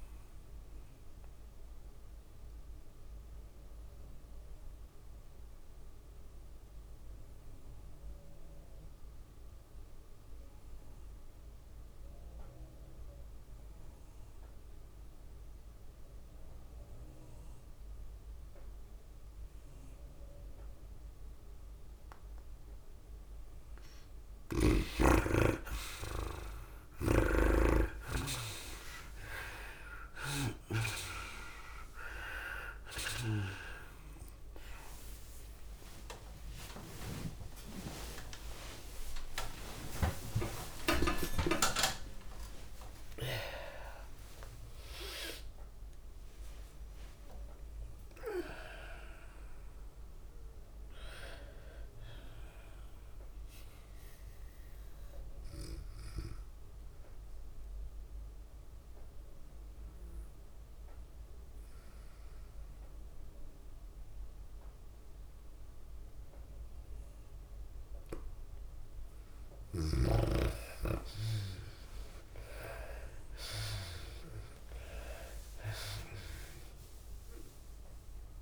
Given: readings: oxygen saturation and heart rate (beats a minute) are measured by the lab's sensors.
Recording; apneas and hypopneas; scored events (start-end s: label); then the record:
breathing in sleep by a room microphone; 2
0.00-10.50 s: drop in pulse transit time (device-marked, heart rate 104 extreme)
0.00-15.50 s: oxygen desaturation (device-marked, oxygen 78% lowest, heart rate 99 extreme)
0.00-44.50 s: tachycardia (device-marked, heart rate 150 extreme)
1.50-23.50 s: mixed apnea (oxygen 99% before, 78% lowest, heart rate 102 before, 101 extreme, up 4 after)
26.50-45.50 s: oxygen desaturation (device-marked, oxygen 100% before, 83% lowest, heart rate 103 before, 34 extreme)
28.50-40.50 s: drop in pulse transit time (device-marked, heart rate 103 before, 104 extreme)
35.50-41.00 s: arousal
37.00-39.00 s: long interval between heartbeats (device-marked, heart rate 104 before, 120 extreme)
39.50-41.50 s: long interval between heartbeats (device-marked, heart rate 107 before, 138 extreme)
42.50-44.50 s: long interval between heartbeats (device-marked, heart rate 114 before, 128 extreme)
45.50-47.50 s: long interval between heartbeats (device-marked, heart rate 118 before, 109 extreme)
48.00-50.00 s: long interval between heartbeats (device-marked, heart rate 119 before, 82 extreme)
48.50-61.50 s: bradycardia (device-marked, heart rate 105 before, 39 extreme)
56.00-58.00 s: long interval between heartbeats (device-marked, heart rate 102 before, 58 extreme)
58.50-71.00 s: hypopnea (oxygen 99% before, 83% lowest)
61.00-63.00 s: long interval between heartbeats (device-marked, heart rate 85 before, 39 extreme)
63.50-76.50 s: tachycardia (device-marked, heart rate 103 before, 138 extreme)
64.00-66.00 s: long interval between heartbeats (device-marked, heart rate 69 before, 53 extreme)
67.50-77.50 s: drop in pulse transit time (device-marked, heart rate 61 before, 116 extreme)
68.50-70.50 s: long interval between heartbeats (device-marked, heart rate 62 before, 120 extreme)
72.50-75.50 s: arousal
73.50-75.50 s: long interval between heartbeats (device-marked, heart rate 77 before, 137 extreme)
75.50-78.42 s: oxygen desaturation (device-marked, oxygen 98% before, 87% lowest)
76.00-78.00 s: long interval between heartbeats (device-marked, heart rate 86 before, 138 extreme)
From the record:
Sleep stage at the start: N2 (light sleep); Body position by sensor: on the back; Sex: female